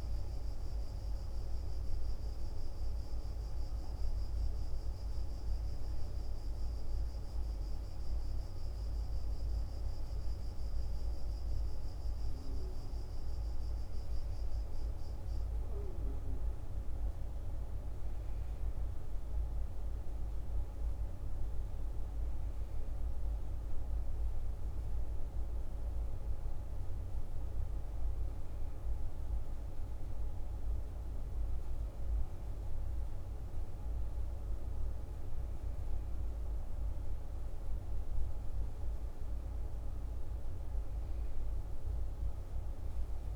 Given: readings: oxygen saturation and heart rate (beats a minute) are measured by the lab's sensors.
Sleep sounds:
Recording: breathing in sleep, hard to hear, by a room microphone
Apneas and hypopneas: none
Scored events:
none scored
From the record:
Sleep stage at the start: N1 (lightest sleep)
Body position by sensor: on the back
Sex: male

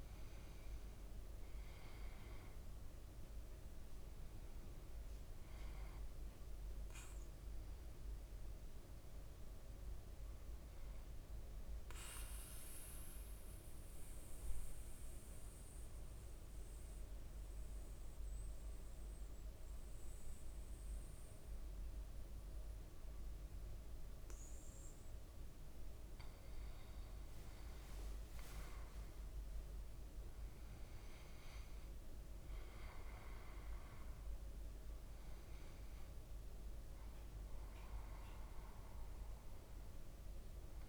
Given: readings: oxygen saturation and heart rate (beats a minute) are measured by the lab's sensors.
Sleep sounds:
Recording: breathing in sleep, hard to hear, by a room microphone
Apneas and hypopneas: 1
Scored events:
0.00-1.50 s: arousal
11.00-26.00 s: obstructive apnea (oxygen 98% before, 96% lowest, heart rate 57 before, 53 extreme, up 7 after)
26.50-29.50 s: leg movement (device-marked)
28.50-32.50 s: arousal
34.00-40.89 s: bradycardia (device-marked, heart rate 56 before, 53 extreme)
From the record:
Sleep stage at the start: N2 (light sleep)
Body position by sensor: on the back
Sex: male

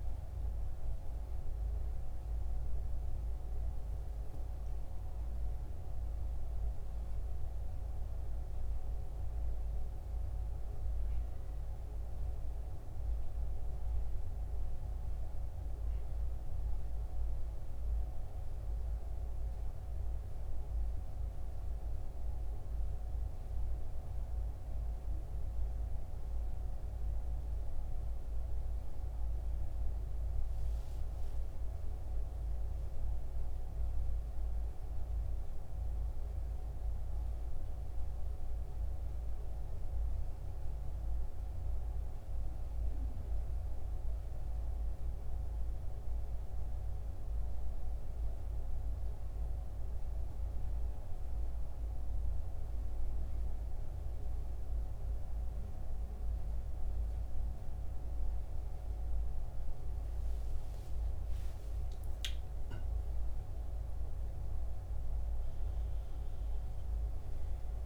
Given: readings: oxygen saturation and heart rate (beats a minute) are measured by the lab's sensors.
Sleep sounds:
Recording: breathing in sleep, hard to hear, by a room microphone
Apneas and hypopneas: none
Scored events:
59.50-63.50 s: arousal
From the record:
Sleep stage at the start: N1 (lightest sleep)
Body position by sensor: on the back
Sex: male

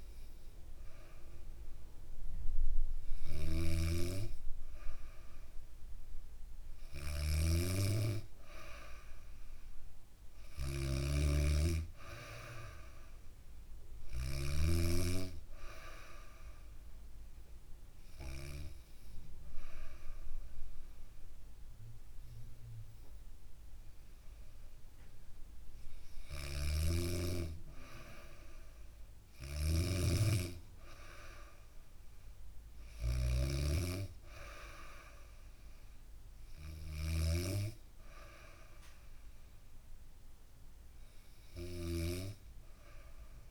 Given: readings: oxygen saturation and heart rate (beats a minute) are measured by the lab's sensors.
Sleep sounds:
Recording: breathing in sleep by a room microphone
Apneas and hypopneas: none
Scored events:
0.00-6.50 s: oxygen desaturation (device-marked, oxygen 92% lowest, heart rate 67 extreme)
2.50-14.00 s: snoring (device-marked)
25.50-43.50 s: snoring (device-marked)
From the record:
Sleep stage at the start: N2 (light sleep)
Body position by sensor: on the back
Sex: female

